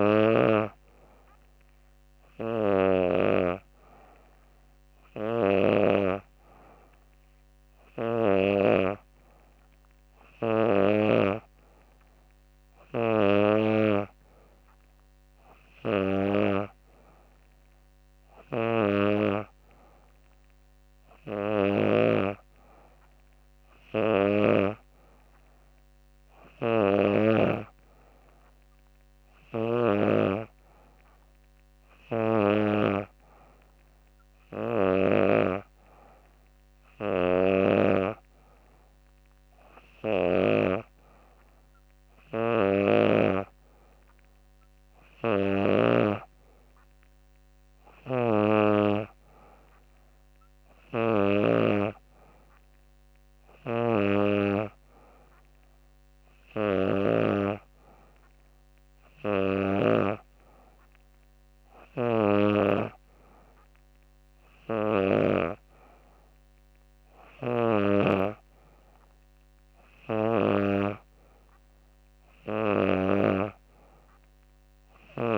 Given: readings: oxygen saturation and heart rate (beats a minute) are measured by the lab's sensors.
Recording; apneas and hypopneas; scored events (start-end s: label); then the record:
breathing in sleep by a microphone on the trachea; none
none scored
From the record:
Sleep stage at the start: N3 (deep sleep); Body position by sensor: on the back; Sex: female